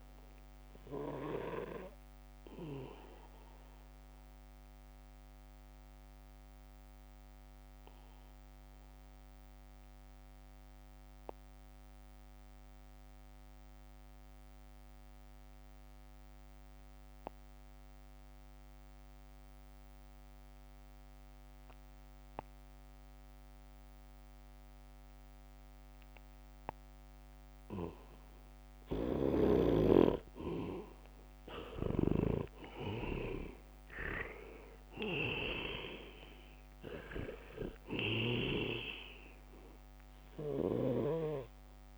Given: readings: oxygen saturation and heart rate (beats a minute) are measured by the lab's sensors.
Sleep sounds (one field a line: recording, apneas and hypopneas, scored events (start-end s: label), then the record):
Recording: breathing in sleep by a microphone on the trachea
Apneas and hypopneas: 1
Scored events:
0.00-18.50 s: oxygen desaturation (device-marked, oxygen 77% lowest, heart rate 64 extreme)
4.00-30.00 s: obstructive apnea (oxygen 98% before, 76% lowest, heart rate 70 before, 64 extreme, up 7 after)
25.50-41.97 s: oxygen desaturation (device-marked, oxygen 98% before, 76% lowest, heart rate 71 before, 64 extreme)
31.50-36.50 s: arousal
From the record:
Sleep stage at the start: N2 (light sleep)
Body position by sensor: on the back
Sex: male